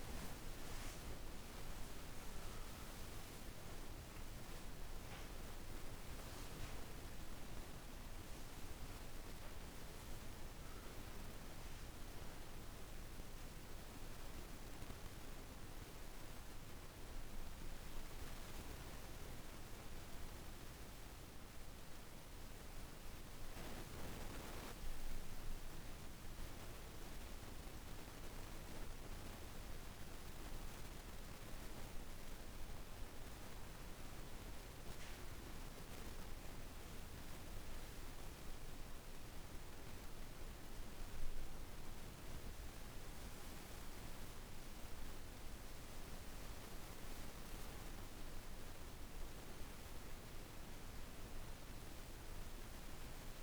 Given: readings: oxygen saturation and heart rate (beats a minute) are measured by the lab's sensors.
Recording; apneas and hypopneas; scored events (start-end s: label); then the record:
breathing in sleep, hard to hear, by a room microphone; 1
0.00-3.00 s: arousal
21.50-35.00 s: hypopnea (oxygen 97% before, 89% lowest, heart rate 91 before, 53 extreme, up 4 after)
36.00-53.43 s: oxygen desaturation (device-marked, oxygen 96% before, 91% lowest, heart rate 53 before, 53 extreme)
38.00-43.50 s: arousal
From the record:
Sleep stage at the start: N1 (lightest sleep); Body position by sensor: on the back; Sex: female